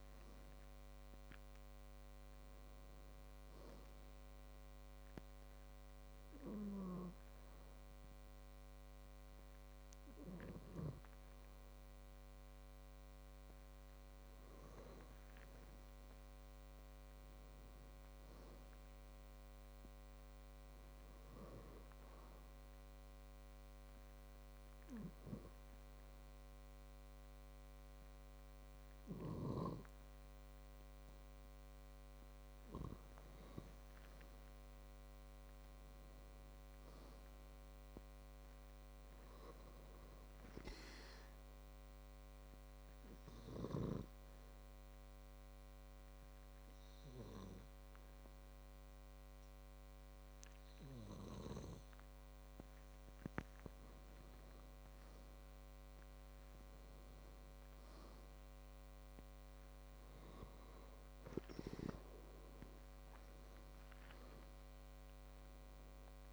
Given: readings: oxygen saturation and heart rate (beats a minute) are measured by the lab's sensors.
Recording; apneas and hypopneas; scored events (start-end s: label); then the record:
breathing in sleep by a microphone on the trachea; 3
5.00-15.50 s: obstructive apnea (oxygen 96% before, 94% lowest, heart rate 62 before, 58 extreme, up 8 after)
17.50-21.00 s: arousal
23.00-34.00 s: obstructive apnea (oxygen 96% before, 94% lowest, heart rate 62 before, 57 extreme, up 7 after)
36.00-39.00 s: arousal
42.00-54.50 s: obstructive apnea (oxygen 96% before, 94% lowest, heart rate 63 before, 55 extreme, up 11 after)
58.00-62.00 s: arousal
From the record:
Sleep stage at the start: N2 (light sleep); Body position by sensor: on the back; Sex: male